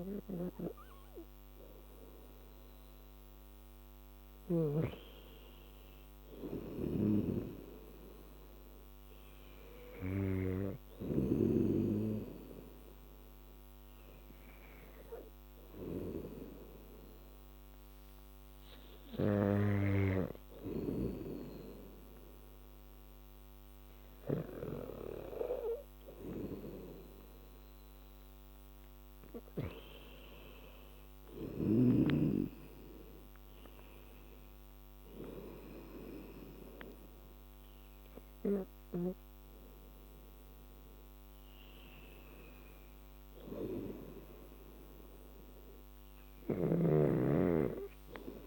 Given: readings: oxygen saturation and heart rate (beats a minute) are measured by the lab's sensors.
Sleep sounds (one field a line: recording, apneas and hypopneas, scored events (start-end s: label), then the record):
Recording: breathing in sleep by a microphone on the trachea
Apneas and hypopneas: 1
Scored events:
7.00-11.50 s: snoring (device-marked)
10.50-26.00 s: hypopnea (oxygen 97% before, 94% lowest, heart rate 79 before, 74 extreme, up 3 after)
12.00-19.00 s: oxygen desaturation (device-marked, oxygen 97% before, 94% lowest, heart rate 79 before, 74 extreme)
30.50-35.00 s: arousal
46.50-48.47 s: snoring (device-marked)
From the record:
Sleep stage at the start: N2 (light sleep)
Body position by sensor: on the back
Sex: female